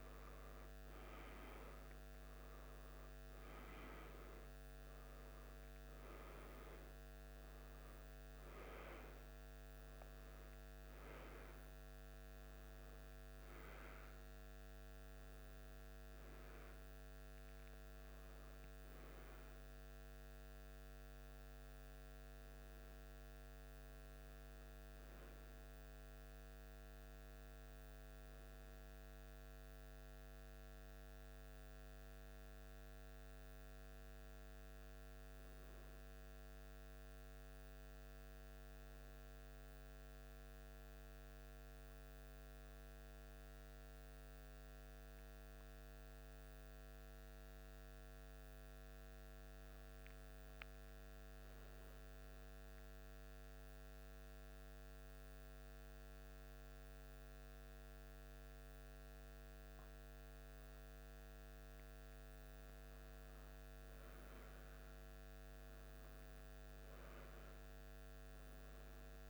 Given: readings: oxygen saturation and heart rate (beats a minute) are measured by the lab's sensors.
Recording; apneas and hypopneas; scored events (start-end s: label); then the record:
breathing in sleep, hard to hear, by a microphone on the trachea; 1
31.50-36.00 s: arousal
39.00-61.00 s: mixed apnea (oxygen 95% before, 93% lowest, heart rate 77 before, 77 extreme, up 0 after)
63.50-68.00 s: arousal
From the record:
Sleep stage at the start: N1 (lightest sleep); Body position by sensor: on the back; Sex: male